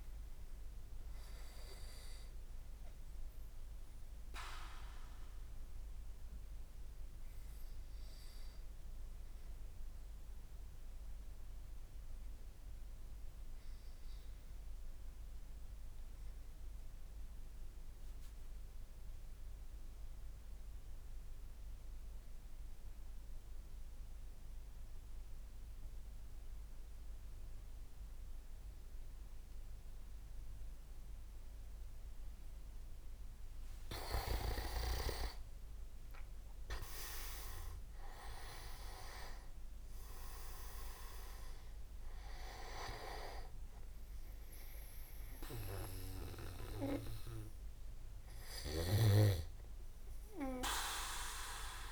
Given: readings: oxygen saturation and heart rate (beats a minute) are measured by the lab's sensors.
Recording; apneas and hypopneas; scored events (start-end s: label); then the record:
breathing in sleep by a room microphone; 1
7.00-32.00 s: obstructive apnea (oxygen 100% before, 92% lowest, heart rate 64 before, 59 extreme, up 28 after)
25.00-51.00 s: oxygen desaturation (device-marked, oxygen 98% before, 92% lowest, heart rate 61 before, 59 extreme)
33.50-37.00 s: arousal
From the record:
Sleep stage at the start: N2 (light sleep); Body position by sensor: on the back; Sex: male